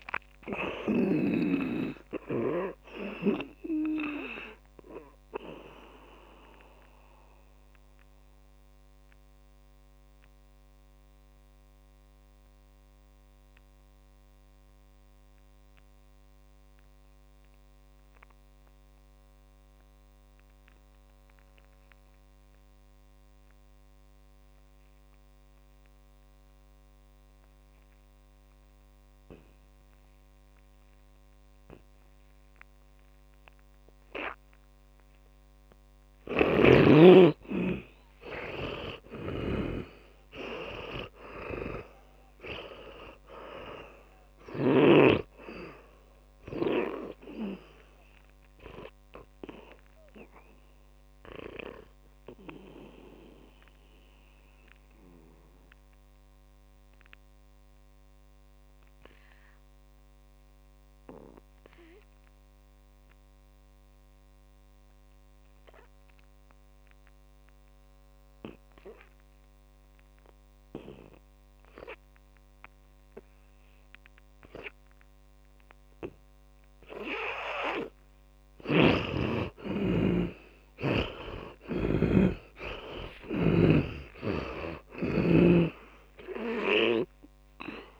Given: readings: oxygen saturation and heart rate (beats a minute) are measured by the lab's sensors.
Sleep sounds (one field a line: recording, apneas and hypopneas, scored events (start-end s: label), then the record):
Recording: breathing in sleep by a microphone on the trachea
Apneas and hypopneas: 2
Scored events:
3.50-22.50 s: oxygen desaturation (device-marked, oxygen 95% before, 79% lowest, heart rate 68 before, 50 extreme)
5.00-35.00 s: mixed apnea (oxygen 100% before, 79% lowest, heart rate 70 before, 50 extreme, up 6 after)
37.00-41.00 s: arousal
41.50-65.50 s: oxygen desaturation (device-marked, oxygen 99% before, 80% lowest, heart rate 57 before, 51 extreme)
50.00-78.00 s: mixed apnea (oxygen 99% before, 80% lowest, heart rate 58 before, 51 extreme, up 23 after)
73.50-78.50 s: oxygen desaturation (device-marked, oxygen 100% before, 95% lowest, heart rate 63 before, 52 extreme)
79.00-82.50 s: snoring (device-marked)
80.50-84.00 s: arousal
85.50-88.00 s: oxygen desaturation (device-marked, oxygen 96% before, 82% lowest, heart rate 58 before, 51 extreme)
From the record:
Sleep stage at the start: N2 (light sleep)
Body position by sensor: on the back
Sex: male